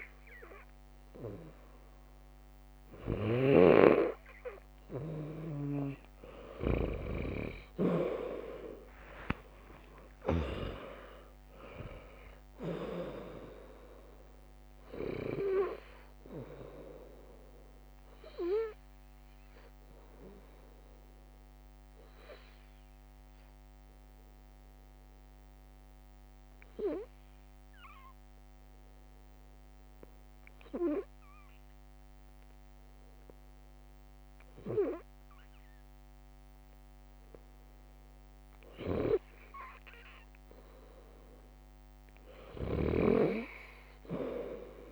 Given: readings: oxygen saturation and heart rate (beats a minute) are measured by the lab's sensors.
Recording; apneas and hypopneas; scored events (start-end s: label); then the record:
breathing in sleep by a microphone on the trachea; 1
0.00-7.50 s: snoring (device-marked)
1.00-5.00 s: bradycardia (device-marked, heart rate 67 before, 58 extreme)
7.50-11.50 s: arousal
10.00-22.00 s: drop in pulse transit time (device-marked, heart rate 65 before, 73 extreme)
21.50-32.00 s: hypopnea (oxygen 98% before, 96% lowest, heart rate 73 before, 54 extreme)
31.00-44.92 s: bradycardia (device-marked, heart rate 68 before, 54 extreme)
35.00-38.00 s: arousal
42.00-44.92 s: snoring (device-marked)
From the record:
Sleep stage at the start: N2 (light sleep); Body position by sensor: on the left side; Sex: female